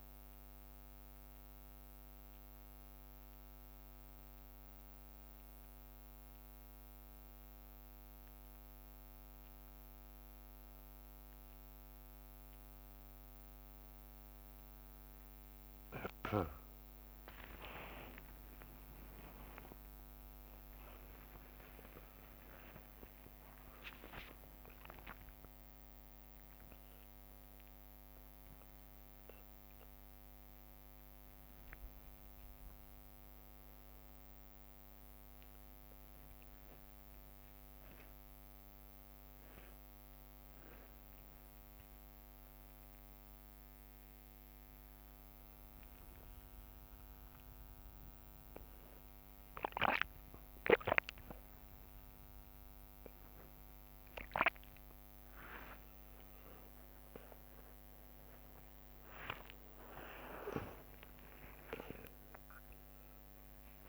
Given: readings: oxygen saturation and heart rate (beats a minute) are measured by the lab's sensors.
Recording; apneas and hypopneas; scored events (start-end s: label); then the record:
a person awake in a sleep study, by a microphone on the trachea; none
4.00-14.00 s: bradycardia (device-marked, heart rate 58 before, 59 extreme)
21.50-23.50 s: long interval between heartbeats (device-marked, heart rate 60 before, 88 extreme)
45.00-50.00 s: tachycardia (device-marked, heart rate 59 before, 114 extreme)
47.50-49.50 s: long interval between heartbeats (device-marked, heart rate 67 before, 96 extreme)
51.50-53.50 s: long interval between heartbeats (device-marked, heart rate 75 before, 118 extreme)
55.00-57.00 s: long interval between heartbeats (device-marked, heart rate 84 before, 86 extreme)
60.50-62.50 s: long interval between heartbeats (device-marked, heart rate 88 before, 77 extreme)
62.00-63.89 s: bradycardia (device-marked)
From the record:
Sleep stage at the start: awake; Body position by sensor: on the back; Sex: male